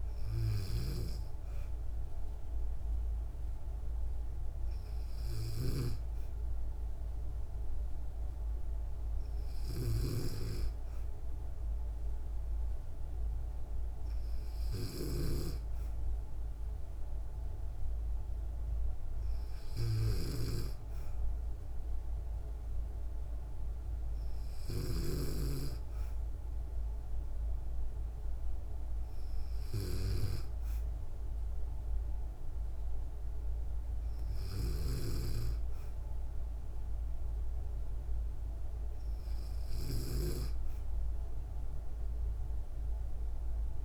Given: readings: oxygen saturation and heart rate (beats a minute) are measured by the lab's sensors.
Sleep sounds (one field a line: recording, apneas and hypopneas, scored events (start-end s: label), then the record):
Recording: breathing in sleep by a room microphone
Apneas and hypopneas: none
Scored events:
none scored
From the record:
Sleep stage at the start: N2 (light sleep)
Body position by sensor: on the back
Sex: female